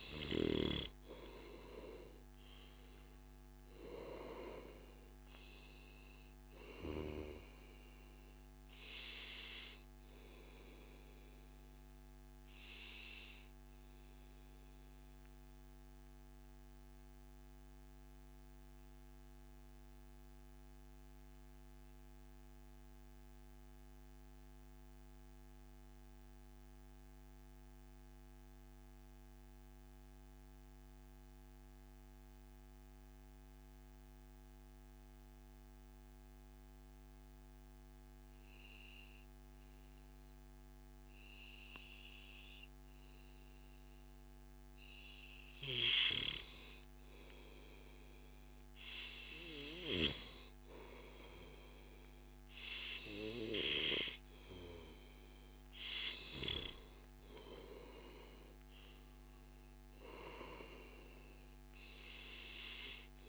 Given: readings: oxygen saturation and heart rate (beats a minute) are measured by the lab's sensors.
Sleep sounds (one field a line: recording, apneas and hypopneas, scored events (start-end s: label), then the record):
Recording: breathing in sleep by a microphone on the trachea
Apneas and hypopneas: 1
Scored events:
0.00-4.00 s: oxygen desaturation (device-marked, oxygen 93% lowest, heart rate 79 extreme)
11.50-45.00 s: mixed apnea (oxygen 97% before, 92% lowest, heart rate 106 before, 79 extreme, up 14 after)
22.50-24.50 s: long interval between heartbeats (device-marked, heart rate 101 before, 97 extreme)
46.50-52.00 s: arousal
48.00-50.00 s: long interval between heartbeats (device-marked, heart rate 93 before, 98 extreme)
48.00-58.00 s: oxygen desaturation (device-marked, oxygen 98% before, 94% lowest, heart rate 93 before, 96 extreme)
55.00-57.00 s: long interval between heartbeats (device-marked, heart rate 98 before, 107 extreme)
From the record:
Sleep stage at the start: N2 (light sleep)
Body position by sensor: on the back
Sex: male